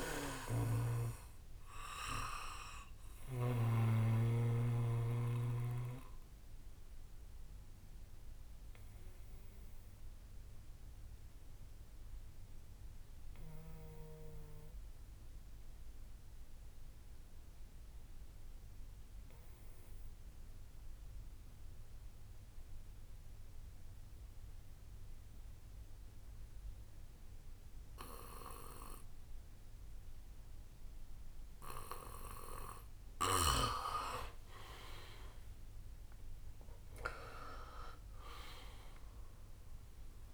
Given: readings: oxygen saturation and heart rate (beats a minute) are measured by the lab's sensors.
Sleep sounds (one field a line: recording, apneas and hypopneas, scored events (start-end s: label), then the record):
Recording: breathing in sleep by a room microphone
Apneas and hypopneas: 1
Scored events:
0.00-2.50 s: bradycardia (device-marked, heart rate 58 extreme)
0.00-3.50 s: snoring (device-marked)
0.00-12.50 s: oxygen desaturation (device-marked, oxygen 91% lowest, heart rate 55 extreme)
5.00-33.50 s: obstructive apnea (oxygen 99% before, 89% lowest, heart rate 61 before, 55 extreme, up 21 after)
5.50-26.50 s: bradycardia (device-marked, heart rate 65 before, 55 extreme)
26.50-40.33 s: oxygen desaturation (device-marked, oxygen 99% before, 91% lowest, heart rate 57 before, 56 extreme)
35.00-37.00 s: long interval between heartbeats (device-marked, heart rate 58 before, 74 extreme)
35.00-40.33 s: arousal
From the record:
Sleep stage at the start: N2 (light sleep)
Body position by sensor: on the back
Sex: male